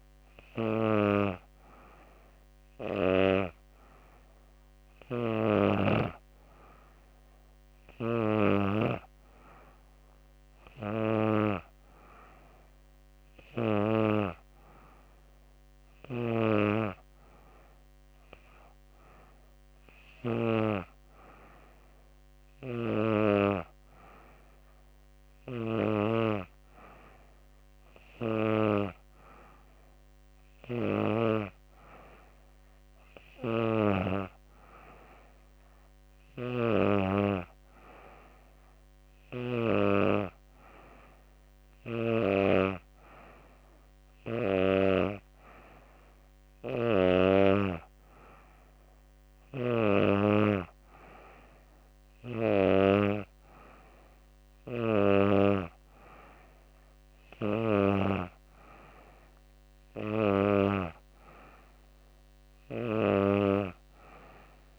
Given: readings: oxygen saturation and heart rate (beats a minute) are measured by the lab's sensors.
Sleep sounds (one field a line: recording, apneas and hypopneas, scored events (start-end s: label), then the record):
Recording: breathing in sleep by a microphone on the trachea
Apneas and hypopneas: none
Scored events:
none scored
From the record:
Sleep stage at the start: N2 (light sleep)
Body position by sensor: on the back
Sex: female